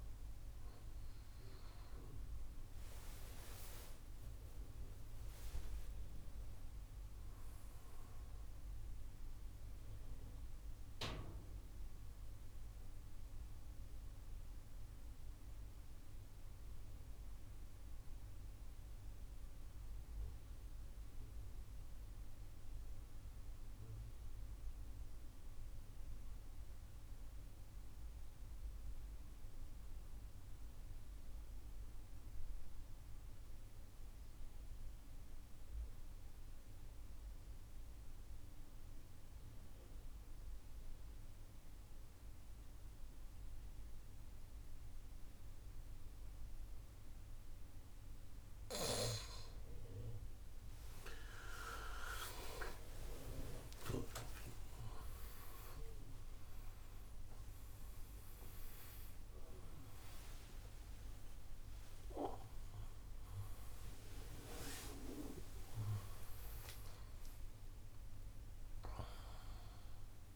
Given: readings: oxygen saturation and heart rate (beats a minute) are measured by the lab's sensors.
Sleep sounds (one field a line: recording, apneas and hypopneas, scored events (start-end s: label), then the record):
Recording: breathing in sleep by a room microphone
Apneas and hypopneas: 1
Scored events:
0.00-12.50 s: oxygen desaturation (device-marked, oxygen 92% lowest, heart rate 65 extreme)
13.00-48.50 s: mixed apnea (oxygen 98% before, 88% lowest, heart rate 90 before, 30 extreme)
32.50-70.36 s: oxygen desaturation (device-marked, oxygen 99% before, 88% lowest, heart rate 130 before, 30 extreme)
54.00-60.50 s: arousal
From the record:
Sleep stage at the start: N2 (light sleep)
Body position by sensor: on the right side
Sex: male